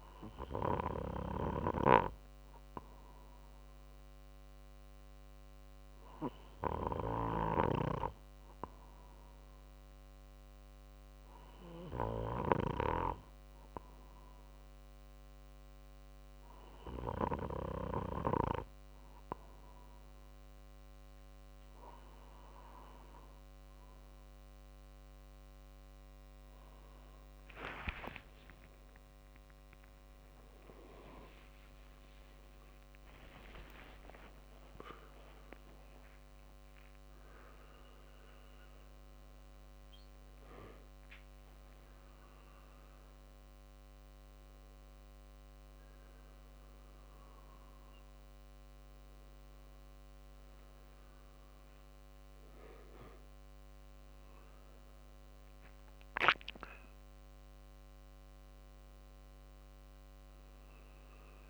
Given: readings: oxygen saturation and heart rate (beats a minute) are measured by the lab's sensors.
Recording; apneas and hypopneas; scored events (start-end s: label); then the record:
a person awake in a sleep study, by a microphone on the trachea; none
23.50-61.50 s: new sleep stage, awake
34.00-36.00 s: long interval between heartbeats (device-marked, heart rate 52 before, 77 extreme)
34.50-49.50 s: drop in pulse transit time (device-marked, heart rate 54 before, 63 extreme)
From the record:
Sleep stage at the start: N2 (light sleep); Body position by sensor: on the right side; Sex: male